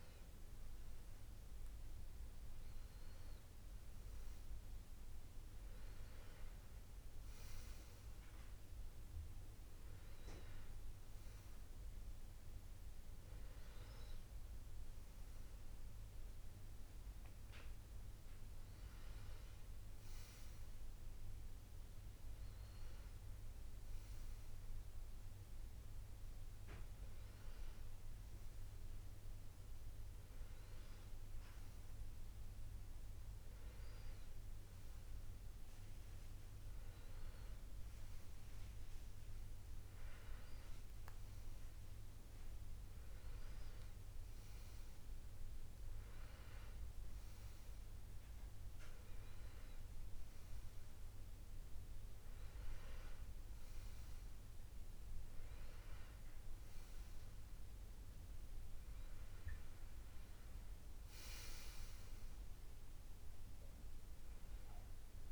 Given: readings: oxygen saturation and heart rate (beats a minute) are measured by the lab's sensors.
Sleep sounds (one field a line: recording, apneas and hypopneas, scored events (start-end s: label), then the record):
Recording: a person partly awake in a sleep study, hard to hear, by a room microphone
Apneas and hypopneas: none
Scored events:
15.00-65.32 s: new sleep stage, N1 (lightest sleep)
From the record:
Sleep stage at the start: awake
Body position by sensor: on the back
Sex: male